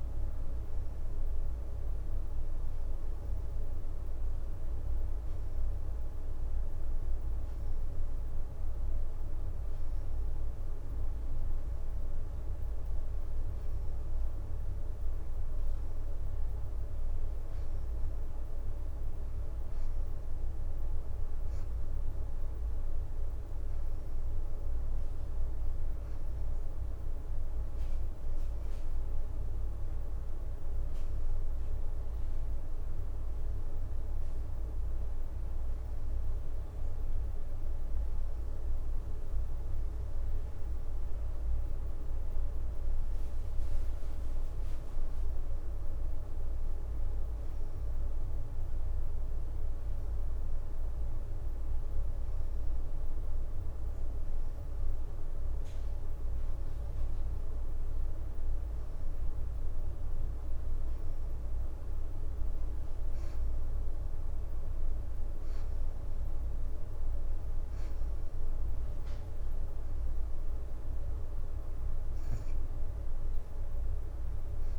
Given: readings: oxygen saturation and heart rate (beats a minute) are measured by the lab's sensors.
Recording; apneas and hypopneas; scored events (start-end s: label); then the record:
breathing in sleep, hard to hear, by a room microphone; none
11.00-28.00 s: oxygen desaturation (device-marked, oxygen 94% before, 90% lowest, heart rate 85 before, 85 extreme)
28.00-32.50 s: leg movement (device-marked)
34.00-43.00 s: leg movement (device-marked)
44.50-45.50 s: leg movement (device-marked)
50.50-52.00 s: leg movement (device-marked)
From the record:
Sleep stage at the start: N2 (light sleep); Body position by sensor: on the back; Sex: female